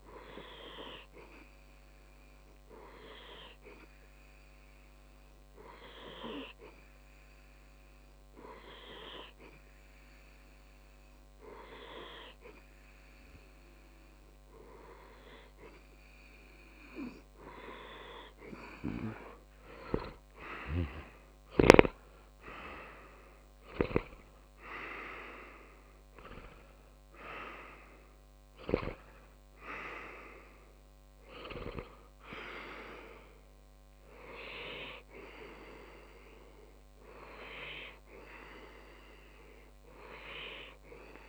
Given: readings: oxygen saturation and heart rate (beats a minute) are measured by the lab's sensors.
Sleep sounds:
breathing in sleep by a microphone on the trachea; 1
1.50-15.50 s: hypopnea (oxygen 98% before, 94% lowest)
20.50-24.00 s: arousal
From the record:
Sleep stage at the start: N2 (light sleep); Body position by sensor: on the left side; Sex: male

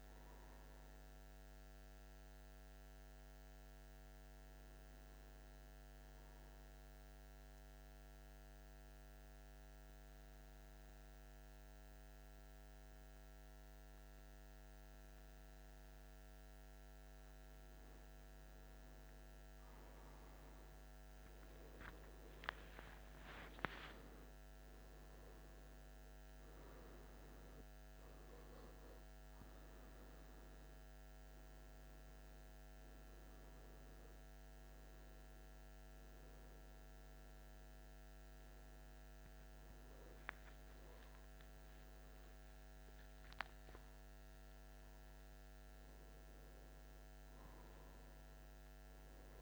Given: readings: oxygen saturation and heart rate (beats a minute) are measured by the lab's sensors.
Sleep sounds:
breathing in sleep, hard to hear, by a microphone on the trachea; 1
6.00-17.00 s: central apnea (oxygen 97% before, 93% lowest)
19.00-24.00 s: arousal
24.00-46.00 s: oxygen desaturation (device-marked, oxygen 96% before, 93% lowest, heart rate 53 before, 167 extreme)
38.00-49.42 s: new sleep stage, awake
From the record:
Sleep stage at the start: N1 (lightest sleep); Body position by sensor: on the back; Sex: male

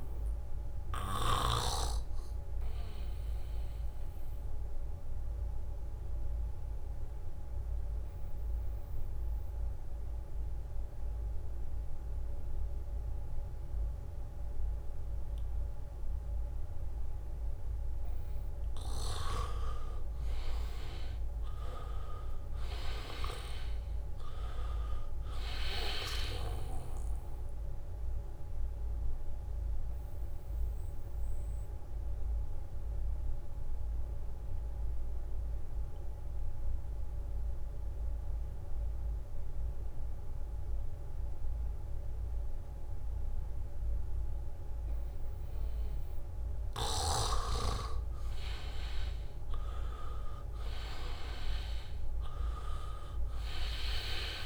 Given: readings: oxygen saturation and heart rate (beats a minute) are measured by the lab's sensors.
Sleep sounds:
breathing in sleep by a room microphone; 2
0.00-14.00 s: oxygen desaturation (device-marked, oxygen 84% lowest, heart rate 74 extreme)
2.00-18.50 s: obstructive apnea (oxygen 98% before, 83% lowest, heart rate 78 before, 74 extreme, up 1 after)
22.00-25.50 s: arousal
23.00-39.00 s: oxygen desaturation (device-marked, oxygen 98% before, 83% lowest, heart rate 78 before, 76 extreme)
30.00-47.00 s: obstructive apnea (oxygen 98% before, 83% lowest, heart rate 77 before, 76 extreme)
47.50-52.00 s: leg movement (device-marked)
49.50-53.00 s: arousal
50.00-54.46 s: oxygen desaturation (device-marked, oxygen 98% before, 83% lowest, heart rate 80 before, 77 extreme)
From the record:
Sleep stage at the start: N2 (light sleep); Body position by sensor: on the back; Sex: male

